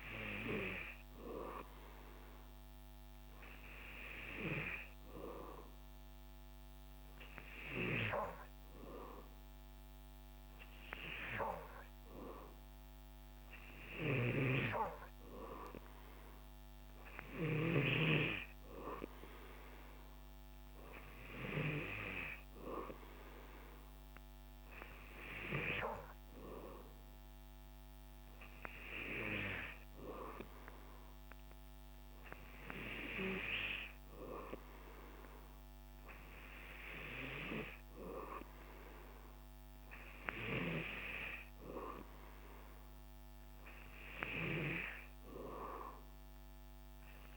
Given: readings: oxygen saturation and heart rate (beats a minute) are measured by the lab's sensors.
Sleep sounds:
breathing in sleep by a microphone on the trachea; none
none scored
From the record:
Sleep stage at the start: N2 (light sleep); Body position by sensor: on the back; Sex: male

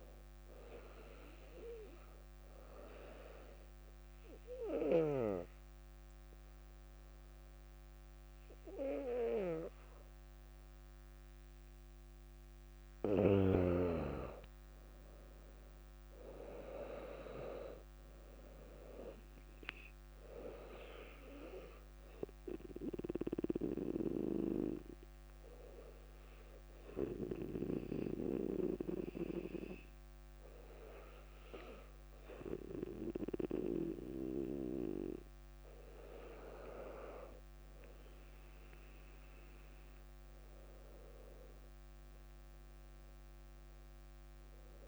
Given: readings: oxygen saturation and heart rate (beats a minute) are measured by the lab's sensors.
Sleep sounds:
breathing in sleep by a microphone on the trachea; 2
2.50-13.50 s: obstructive apnea (oxygen 99% before, 95% lowest, heart rate 59 before, 58 extreme, up 3 after)
16.00-44.88 s: new sleep stage, REM sleep
22.00-35.50 s: obstructive apnea (oxygen 99% before, 95% lowest, heart rate 59 before, 58 extreme, up 4 after)
24.00-35.00 s: oxygen desaturation (device-marked, oxygen 99% before, 95% lowest, heart rate 59 before, 59 extreme)
39.00-42.50 s: arousal
From the record:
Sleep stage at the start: N2 (light sleep); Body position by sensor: on the back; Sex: female

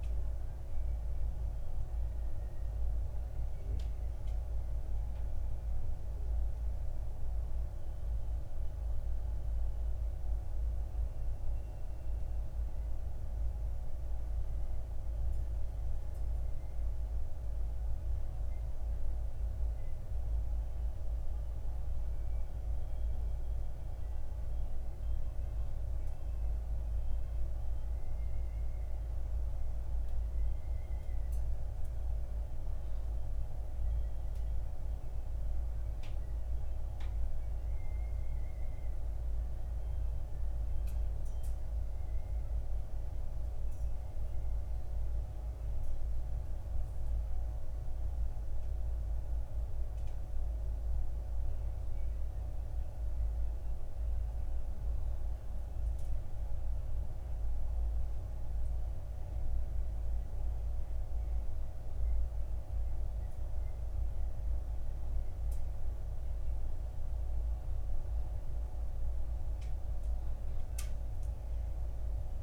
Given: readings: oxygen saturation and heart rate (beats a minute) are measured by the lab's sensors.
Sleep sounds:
breathing in sleep, hard to hear, by a room microphone; 2
3.00-16.50 s: hypopnea (oxygen 98% before, 92% lowest, heart rate 56 before, 55 extreme, up 2 after)
18.50-22.00 s: arousal
25.00-72.43 s: new sleep stage, N2 (light sleep)
28.00-44.00 s: oxygen desaturation (device-marked, oxygen 96% before, 92% lowest, heart rate 56 before, 56 extreme)
37.50-51.00 s: hypopnea (oxygen 96% before, 92% lowest, heart rate 58 before, 56 extreme, up 3 after)
55.50-59.50 s: arousal
From the record:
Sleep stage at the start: N1 (lightest sleep); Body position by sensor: on the back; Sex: male

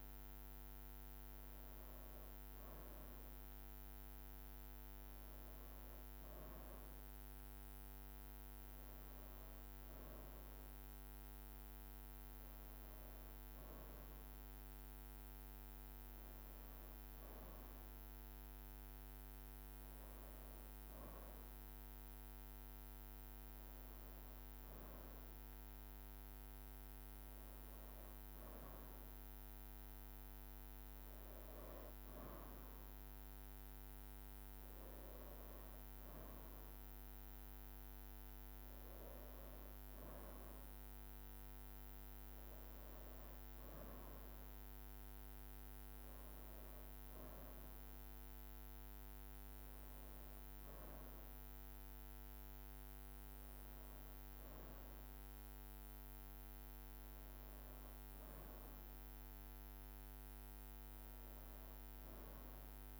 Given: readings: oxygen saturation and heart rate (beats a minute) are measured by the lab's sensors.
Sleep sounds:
breathing in sleep, hard to hear, by a microphone on the trachea; none
16.00-25.00 s: drop in pulse transit time (device-marked)
20.50-22.50 s: long interval between heartbeats (device-marked)
23.50-25.50 s: long interval between heartbeats (device-marked)
30.00-32.00 s: long interval between heartbeats (device-marked, heart rate 31 before, 27 extreme)
43.00-45.00 s: long interval between heartbeats (device-marked, heart rate 36 before, 53 extreme)
46.00-48.00 s: long interval between heartbeats (device-marked, heart rate 37 before, 72 extreme)
54.00-56.00 s: long interval between heartbeats (device-marked, heart rate 51 before, 63 extreme)
From the record:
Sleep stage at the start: N2 (light sleep); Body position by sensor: on the right side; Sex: female

